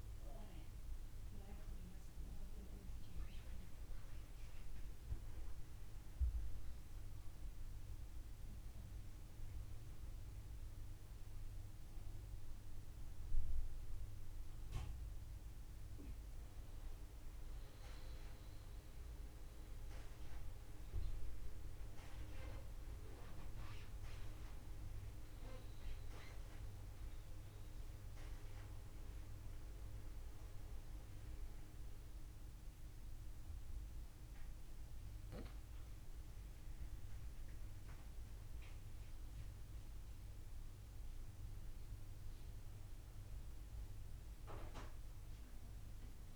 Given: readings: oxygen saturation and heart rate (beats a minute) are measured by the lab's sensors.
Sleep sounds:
breathing in sleep by a room microphone; 1
0.00-3.50 s: drop in pulse transit time (device-marked, heart rate 54 extreme)
0.00-16.50 s: oxygen desaturation (device-marked, oxygen 88% lowest, heart rate 54 extreme)
18.50-21.50 s: arousal
25.50-35.50 s: obstructive apnea (oxygen 99% before, 89% lowest, heart rate 63 before, 56 extreme, up 7 after)
32.50-46.36 s: oxygen desaturation (device-marked, oxygen 98% before, 89% lowest, heart rate 63 before, 55 extreme)
37.50-39.50 s: arousal
From the record:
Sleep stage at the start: N2 (light sleep); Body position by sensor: on the back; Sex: male

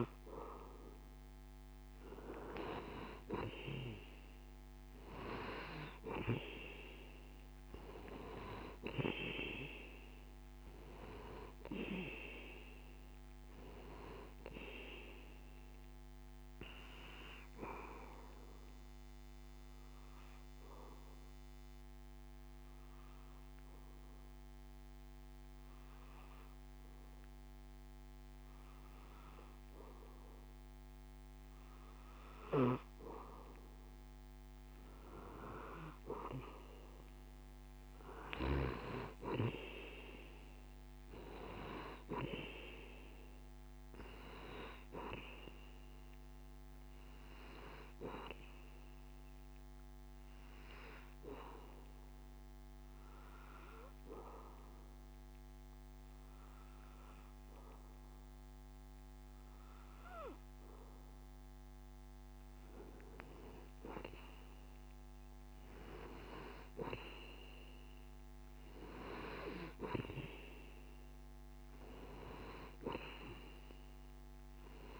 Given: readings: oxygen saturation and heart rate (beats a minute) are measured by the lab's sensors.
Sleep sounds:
breathing in sleep by a microphone on the trachea; 2
1.50-5.50 s: arousal
20.00-32.00 s: obstructive apnea (oxygen 96% before, 92% lowest)
34.50-39.00 s: arousal
51.50-63.00 s: obstructive apnea (oxygen 96% before, 92% lowest)
65.50-70.50 s: arousal
From the record:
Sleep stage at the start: N2 (light sleep); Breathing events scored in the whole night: 292 in 6.1 hours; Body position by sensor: on the back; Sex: male

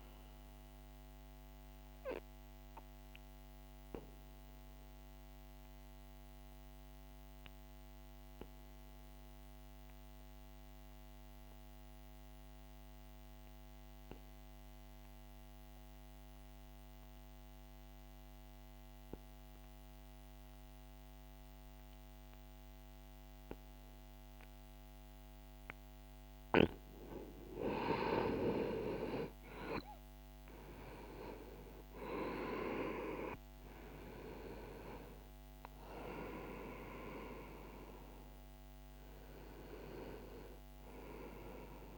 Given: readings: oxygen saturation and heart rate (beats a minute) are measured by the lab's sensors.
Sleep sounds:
breathing in sleep by a microphone on the trachea; 1
2.50-21.50 s: oxygen desaturation (device-marked, oxygen 97% before, 86% lowest, heart rate 61 before, 60 extreme)
2.50-25.00 s: obstructive apnea (oxygen 98% before, 84% lowest, heart rate 61 before, 60 extreme, up 1 after)
28.00-32.00 s: arousal
28.50-41.98 s: oxygen desaturation (device-marked, oxygen 96% before, 88% lowest, heart rate 60 before, 60 extreme)
From the record:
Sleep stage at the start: N2 (light sleep); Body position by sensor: on the right side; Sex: male

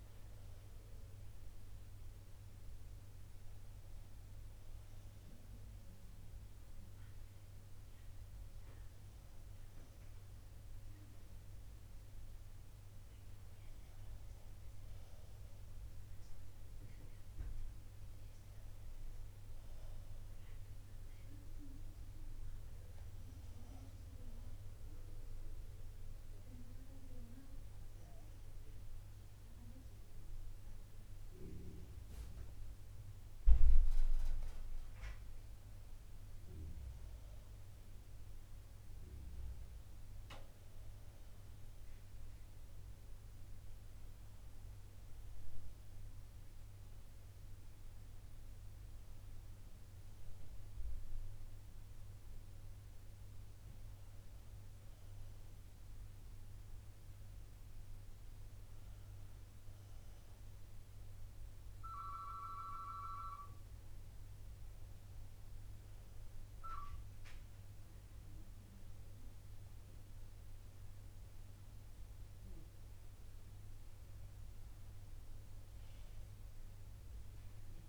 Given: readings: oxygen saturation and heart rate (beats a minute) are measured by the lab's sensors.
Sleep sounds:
breathing in sleep by a room microphone; 1
25.50-35.50 s: obstructive apnea (oxygen 94% before, 87% lowest, heart rate 64 before, 61 extreme, up 1 after)
36.50-40.50 s: arousal
46.00-59.00 s: oxygen desaturation (device-marked, oxygen 93% before, 87% lowest, heart rate 63 before, 60 extreme)
From the record:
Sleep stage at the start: N2 (light sleep); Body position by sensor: on the back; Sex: female

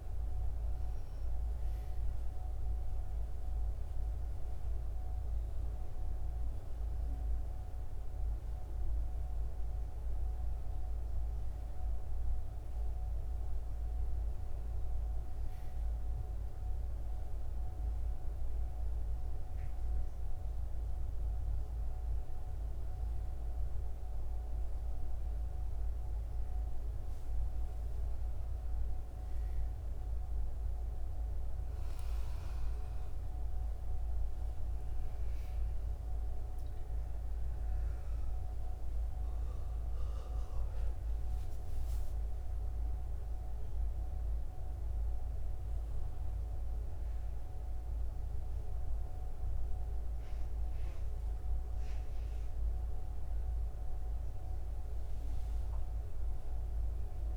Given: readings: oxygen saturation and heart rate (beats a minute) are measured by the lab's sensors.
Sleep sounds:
a person awake in a sleep study, hard to hear, by a room microphone; none
none scored
From the record:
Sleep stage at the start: awake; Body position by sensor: on the back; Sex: female

